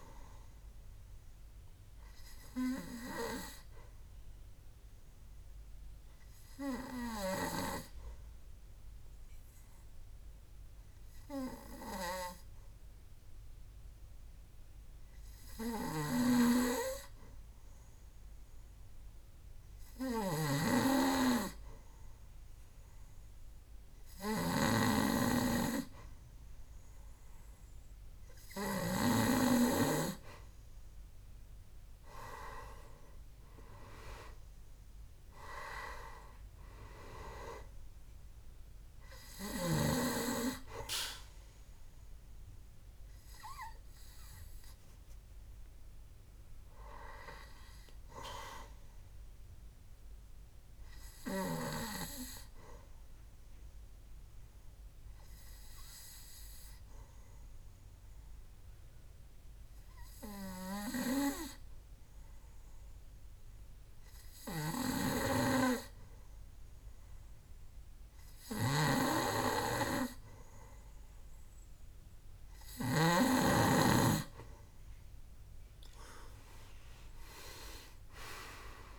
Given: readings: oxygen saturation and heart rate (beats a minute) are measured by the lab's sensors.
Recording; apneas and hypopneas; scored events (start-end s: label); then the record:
breathing in sleep by a room microphone; 2
0.00-19.00 s: oxygen desaturation (device-marked, oxygen 92% lowest, heart rate 64 extreme)
5.00-26.00 s: obstructive apnea (oxygen 98% before, 90% lowest, heart rate 71 before, 66 extreme, up 3 after)
30.50-33.50 s: arousal
31.00-57.00 s: oxygen desaturation (device-marked, oxygen 98% before, 92% lowest, heart rate 68 before, 65 extreme)
52.00-71.50 s: obstructive apnea (oxygen 98% before, 90% lowest, heart rate 69 before, 65 extreme, up 6 after)
74.00-78.99 s: oxygen desaturation (device-marked, oxygen 97% before, 90% lowest, heart rate 67 before, 65 extreme)
76.00-78.99 s: arousal
From the record:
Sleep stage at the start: N2 (light sleep); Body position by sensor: on the back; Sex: male